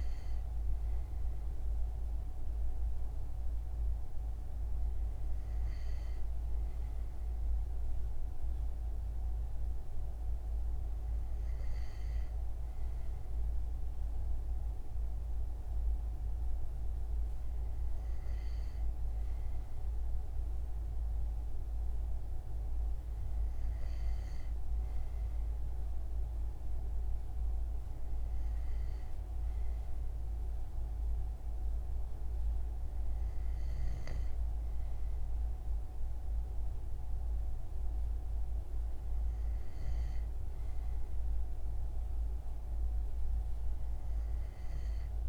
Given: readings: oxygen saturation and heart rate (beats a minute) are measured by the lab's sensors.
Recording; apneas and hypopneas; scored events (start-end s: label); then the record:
breathing in sleep, hard to hear, by a room microphone; none
none scored
From the record:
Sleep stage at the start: N2 (light sleep); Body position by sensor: on the front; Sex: male